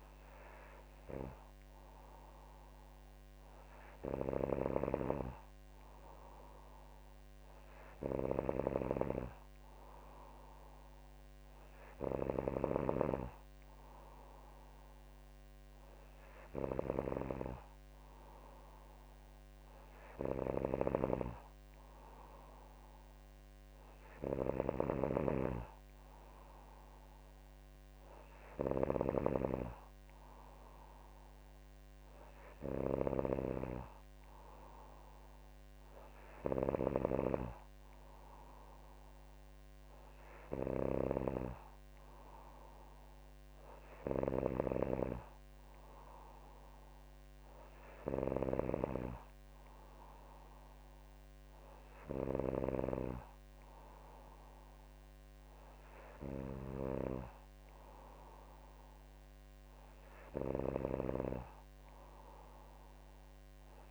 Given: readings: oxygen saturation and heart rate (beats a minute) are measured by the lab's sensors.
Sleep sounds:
breathing in sleep by a microphone on the trachea; none
none scored
From the record:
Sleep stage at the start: N3 (deep sleep); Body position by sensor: on the back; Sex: female

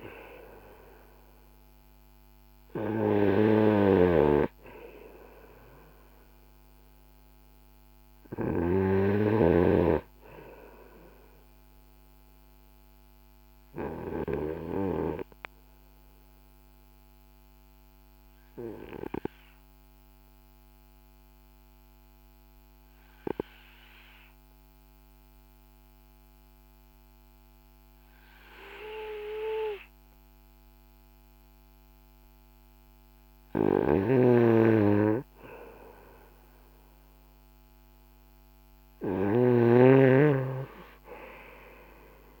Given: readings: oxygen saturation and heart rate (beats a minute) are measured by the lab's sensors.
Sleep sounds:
breathing in sleep by a microphone on the trachea; 1
0.00-23.50 s: oxygen desaturation (device-marked, oxygen 91% lowest, heart rate 37 extreme)
12.00-32.00 s: obstructive apnea (oxygen 96% before, 91% lowest, heart rate 54 before, 37 extreme, up 14 after)
33.00-42.40 s: snoring (device-marked)
34.00-39.00 s: arousal
From the record:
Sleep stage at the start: N2 (light sleep); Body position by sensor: on the right side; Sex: male

